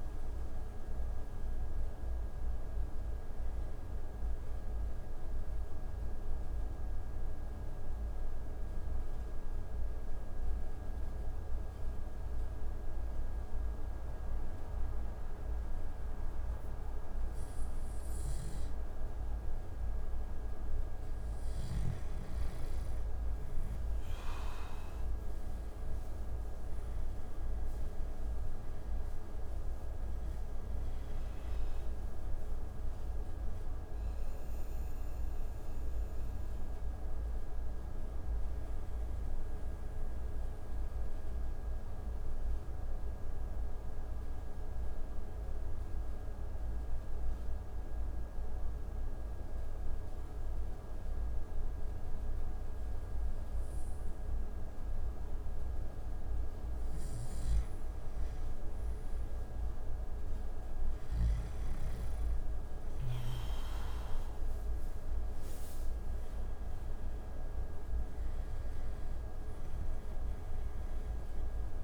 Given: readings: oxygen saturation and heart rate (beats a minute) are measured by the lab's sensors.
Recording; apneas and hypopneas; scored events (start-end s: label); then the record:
breathing in sleep, hard to hear, by a room microphone; 2
4.50-17.50 s: mixed apnea (oxygen 97% before, 92% lowest)
23.50-27.00 s: arousal
29.50-51.50 s: oxygen desaturation (device-marked, oxygen 97% before, 92% lowest)
35.50-56.00 s: mixed apnea (oxygen 97% before, 92% lowest)
59.50-63.00 s: arousal
From the record:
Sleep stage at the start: N2 (light sleep); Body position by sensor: on the back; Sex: male